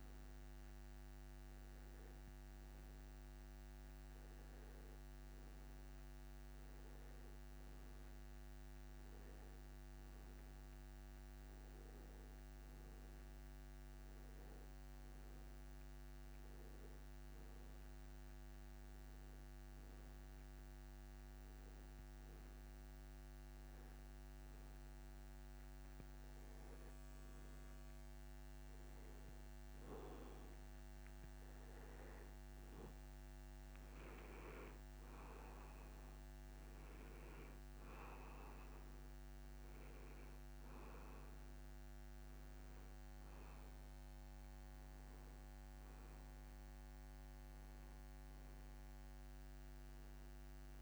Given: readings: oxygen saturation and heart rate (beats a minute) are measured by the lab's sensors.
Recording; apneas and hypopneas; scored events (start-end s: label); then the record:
breathing in sleep, hard to hear, by a microphone on the trachea; 1
7.50-9.50 s: oxygen desaturation (device-marked, oxygen 96% before, 95% lowest)
19.50-31.00 s: hypopnea (oxygen 97% before, 92% lowest)
34.50-38.00 s: arousal
From the record:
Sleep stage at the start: N2 (light sleep); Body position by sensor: on the back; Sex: male